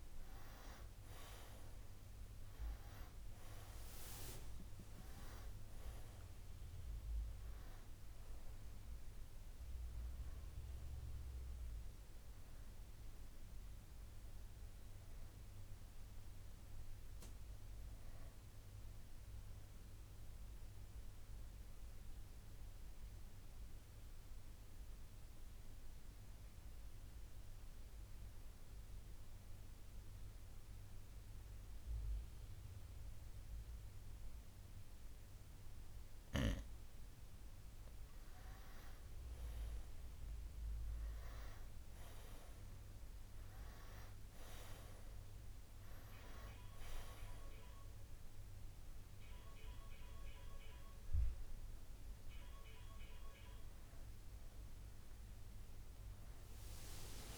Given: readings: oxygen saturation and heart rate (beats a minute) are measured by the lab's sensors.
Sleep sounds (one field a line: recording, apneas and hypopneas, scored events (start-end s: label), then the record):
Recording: breathing in sleep by a room microphone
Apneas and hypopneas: 1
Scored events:
0.00-6.00 s: oxygen desaturation (device-marked, oxygen 91% lowest, heart rate 54 extreme)
17.00-30.00 s: oxygen desaturation (device-marked, oxygen 93% before, 89% lowest, heart rate 68 before, 54 extreme)
20.00-38.00 s: mixed apnea (oxygen 95% before, 89% lowest, heart rate 66 before, 54 extreme, up 9 after)
42.00-57.38 s: new sleep stage, N1 (lightest sleep)
42.50-47.50 s: arousal
49.00-57.38 s: oxygen desaturation (device-marked, oxygen 97% before, 91% lowest, heart rate 61 before, 57 extreme)
From the record:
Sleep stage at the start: N2 (light sleep)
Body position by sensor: on the right side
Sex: male